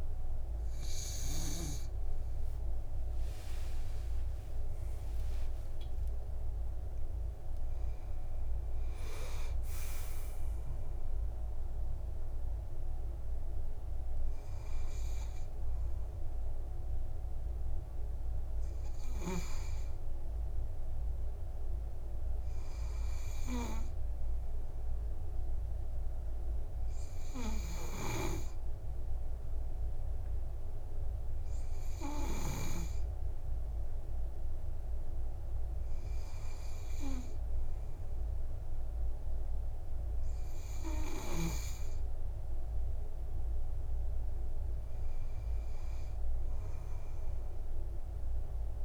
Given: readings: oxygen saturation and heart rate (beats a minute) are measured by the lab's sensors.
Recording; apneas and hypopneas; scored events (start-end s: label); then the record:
breathing in sleep by a room microphone; none
0.00-6.00 s: oxygen desaturation (device-marked, oxygen 91% lowest, heart rate 56 extreme)
3.50-7.50 s: arousal
From the record:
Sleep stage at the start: N2 (light sleep); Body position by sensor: on the back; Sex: male